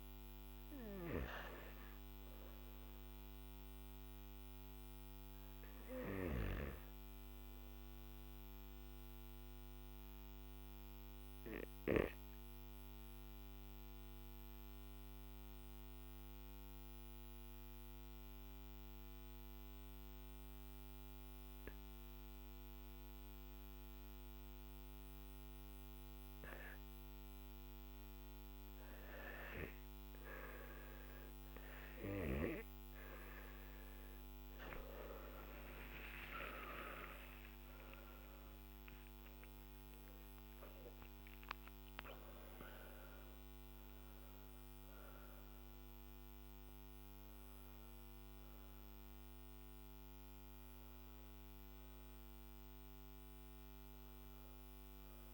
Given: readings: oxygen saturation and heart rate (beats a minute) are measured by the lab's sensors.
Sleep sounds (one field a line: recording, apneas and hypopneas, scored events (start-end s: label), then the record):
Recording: breathing in sleep by a microphone on the trachea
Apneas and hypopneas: 1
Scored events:
9.00-32.00 s: obstructive apnea (oxygen 98% before, 93% lowest, heart rate 52 before, 47 extreme, up 13 after)
From the record:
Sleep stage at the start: N1 (lightest sleep)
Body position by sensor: on the back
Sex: male